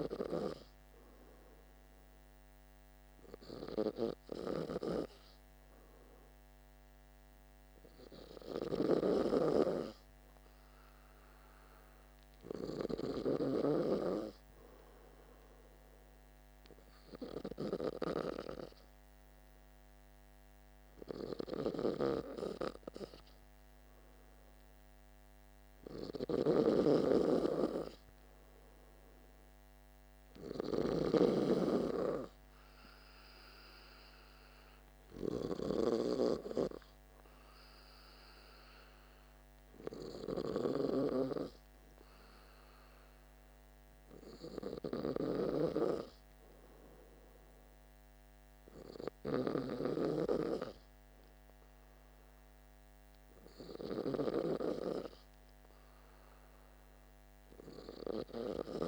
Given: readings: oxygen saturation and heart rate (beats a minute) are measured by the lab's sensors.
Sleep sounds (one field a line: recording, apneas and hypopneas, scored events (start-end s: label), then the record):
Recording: breathing in sleep by a microphone on the trachea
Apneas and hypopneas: none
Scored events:
8.50-13.50 s: snoring (device-marked)
26.00-49.50 s: snoring (device-marked)
From the record:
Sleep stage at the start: N2 (light sleep)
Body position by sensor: on the back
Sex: male